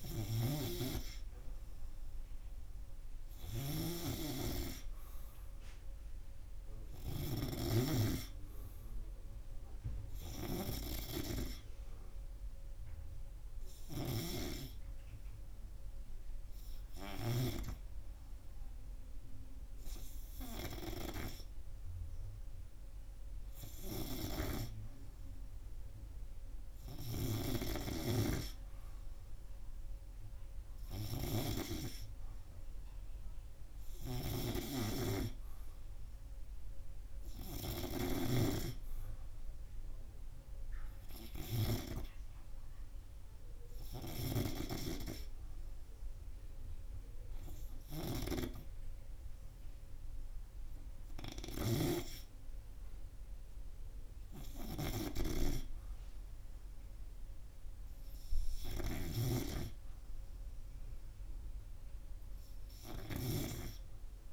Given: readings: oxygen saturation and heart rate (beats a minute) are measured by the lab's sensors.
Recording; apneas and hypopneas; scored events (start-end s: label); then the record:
breathing in sleep by a room microphone; none
34.50-38.50 s: snoring (device-marked)
From the record:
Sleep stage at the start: N2 (light sleep); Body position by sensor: on the right side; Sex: male